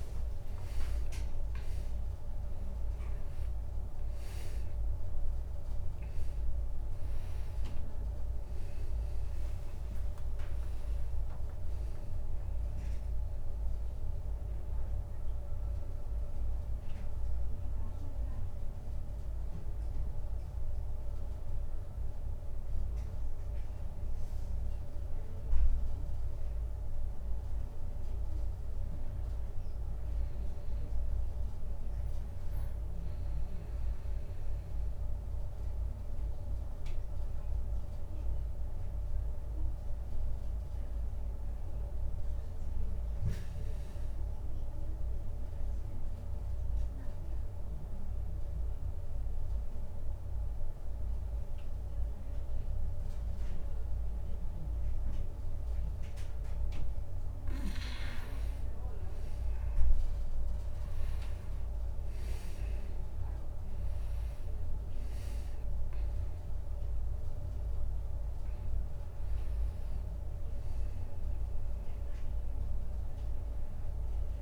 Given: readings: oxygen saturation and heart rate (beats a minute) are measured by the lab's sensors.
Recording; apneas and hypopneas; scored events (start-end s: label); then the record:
breathing in sleep, hard to hear, by a room microphone; 1
0.00-5.00 s: arousal
0.00-29.00 s: oxygen desaturation (device-marked, oxygen 87% lowest)
30.50-33.00 s: arousal
34.50-56.50 s: obstructive apnea (oxygen 99% before, 91% lowest)
58.00-74.42 s: oxygen desaturation (device-marked, oxygen 99% before, 91% lowest)
62.50-66.50 s: arousal
From the record:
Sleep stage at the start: N2 (light sleep); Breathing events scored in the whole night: 277 in 4.3 hours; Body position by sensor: on the back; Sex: male